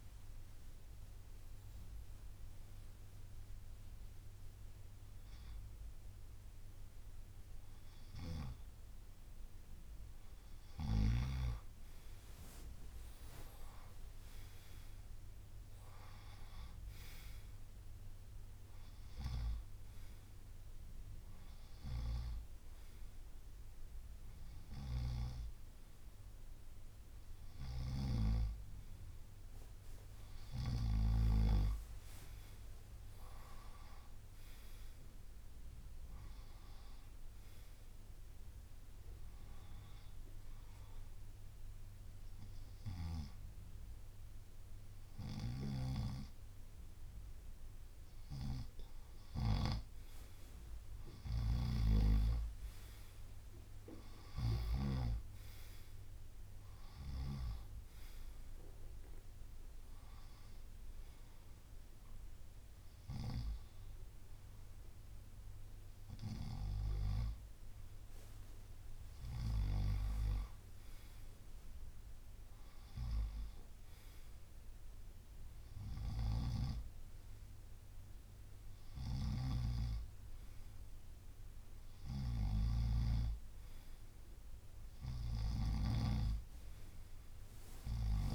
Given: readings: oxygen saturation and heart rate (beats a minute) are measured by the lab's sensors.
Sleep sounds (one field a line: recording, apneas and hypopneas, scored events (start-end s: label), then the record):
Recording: breathing in sleep by a room microphone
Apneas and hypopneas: 1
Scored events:
0.00-5.50 s: drop in pulse transit time (device-marked, heart rate 74 extreme)
33.50-37.00 s: arousal
39.50-50.00 s: hypopnea (oxygen 96% before, 93% lowest, heart rate 68 before, 60 extreme, up 7 after)
50.50-52.50 s: long interval between heartbeats (device-marked, heart rate 69 before, 68 extreme)
52.50-56.50 s: arousal
68.50-74.50 s: drop in pulse transit time (device-marked, heart rate 66 before, 64 extreme)
From the record:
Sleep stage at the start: N2 (light sleep)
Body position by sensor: on the right side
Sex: male